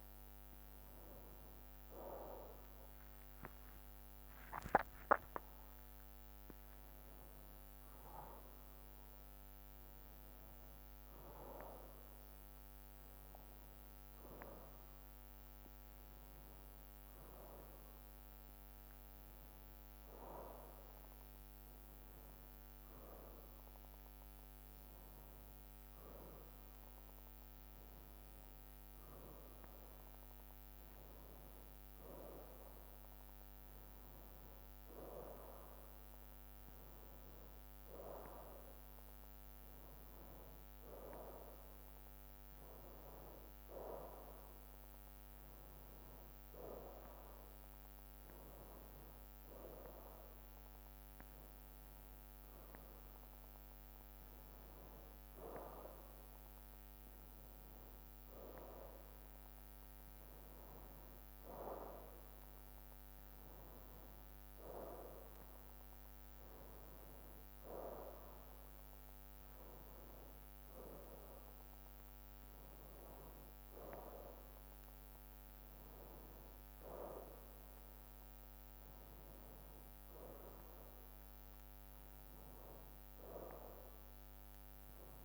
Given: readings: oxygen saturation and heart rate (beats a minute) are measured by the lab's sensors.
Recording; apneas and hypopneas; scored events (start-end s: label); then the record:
a person awake in a sleep study, by a microphone on the trachea; none
none scored
From the record:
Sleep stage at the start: awake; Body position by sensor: on the right side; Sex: male